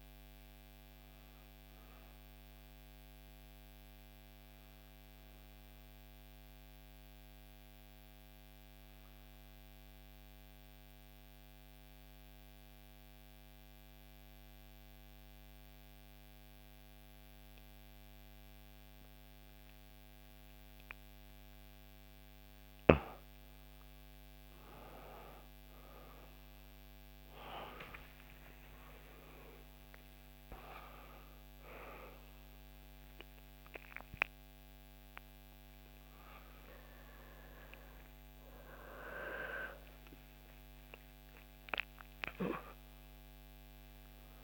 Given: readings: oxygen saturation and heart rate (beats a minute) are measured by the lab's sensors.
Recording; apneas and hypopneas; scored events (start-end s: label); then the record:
breathing in sleep by a microphone on the trachea; 1
0.00-4.00 s: oxygen desaturation (device-marked, oxygen 92% lowest, heart rate 58 extreme)
2.00-21.00 s: obstructive apnea (oxygen 97% before, 88% lowest, heart rate 64 before, 59 extreme, up 5 after)
23.00-44.44 s: oxygen desaturation (device-marked, oxygen 97% before, 88% lowest, heart rate 59 before, 60 extreme)
25.00-29.50 s: arousal
From the record:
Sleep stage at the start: N2 (light sleep); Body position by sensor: on the back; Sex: female